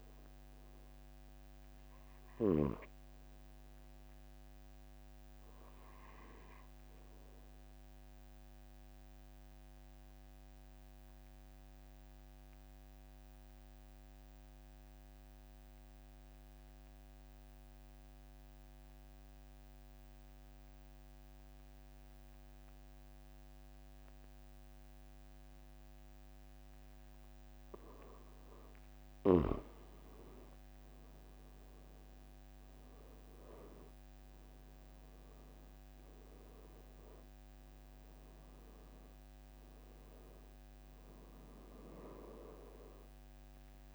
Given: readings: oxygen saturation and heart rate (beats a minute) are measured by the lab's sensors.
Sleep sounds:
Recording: breathing in sleep by a microphone on the trachea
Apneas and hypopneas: 1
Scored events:
0.00-8.50 s: oxygen desaturation (device-marked, oxygen 91% lowest, heart rate 43 extreme)
8.00-29.00 s: obstructive apnea (oxygen 95% before, 92% lowest, heart rate 46 before, 44 extreme, up 3 after)
31.50-35.50 s: arousal
From the record:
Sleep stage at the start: N2 (light sleep)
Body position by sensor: on the back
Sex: male

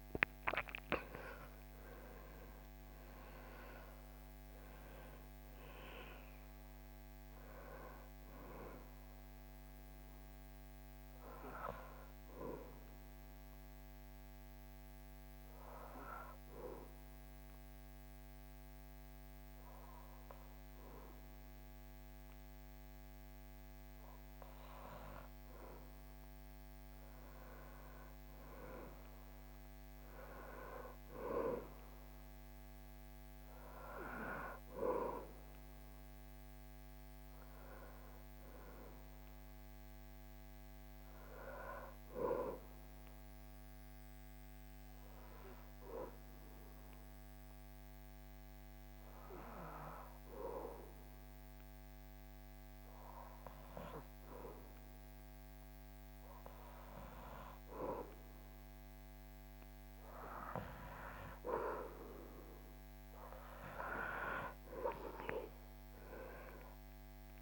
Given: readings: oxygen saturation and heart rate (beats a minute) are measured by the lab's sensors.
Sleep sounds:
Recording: breathing in sleep by a microphone on the trachea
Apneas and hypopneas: 2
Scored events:
0.00-2.50 s: arousal
12.50-26.00 s: obstructive apnea (oxygen 99% before, 96% lowest, heart rate 66 before, 62 extreme, up 8 after)
27.50-33.00 s: arousal
43.00-61.00 s: obstructive apnea (oxygen 99% before, 96% lowest, heart rate 66 before, 62 extreme, up 8 after)
64.50-67.42 s: arousal
From the record:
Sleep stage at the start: N2 (light sleep)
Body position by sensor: on the back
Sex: male

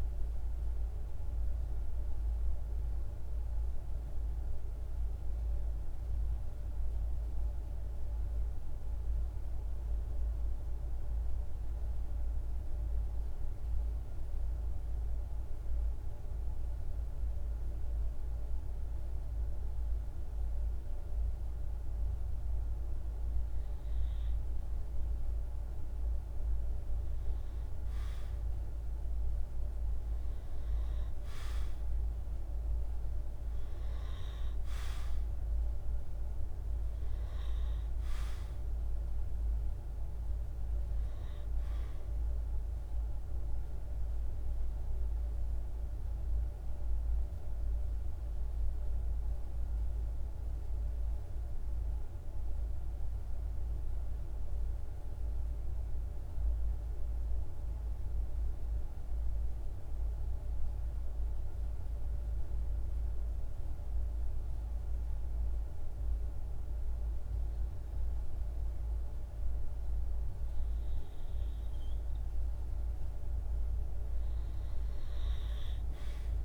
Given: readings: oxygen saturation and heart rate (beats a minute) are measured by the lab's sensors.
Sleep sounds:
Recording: breathing in sleep, hard to hear, by a room microphone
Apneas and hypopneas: 2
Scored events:
0.00-4.00 s: oxygen desaturation (device-marked, oxygen 92% lowest, heart rate 52 extreme)
4.00-17.00 s: central apnea (oxygen 97% before, 92% lowest, heart rate 55 before, 53 extreme, up 0 after)
24.00-29.00 s: arousal
25.00-50.00 s: oxygen desaturation (device-marked, oxygen 98% before, 92% lowest, heart rate 53 before, 51 extreme)
50.00-62.50 s: central apnea (oxygen 97% before, 91% lowest, heart rate 53 before, 51 extreme, up 1 after)
66.00-70.00 s: arousal
71.00-76.45 s: oxygen desaturation (device-marked, oxygen 98% before, 91% lowest, heart rate 51 before, 52 extreme)
From the record:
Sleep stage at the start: N2 (light sleep)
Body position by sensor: on the right side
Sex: male

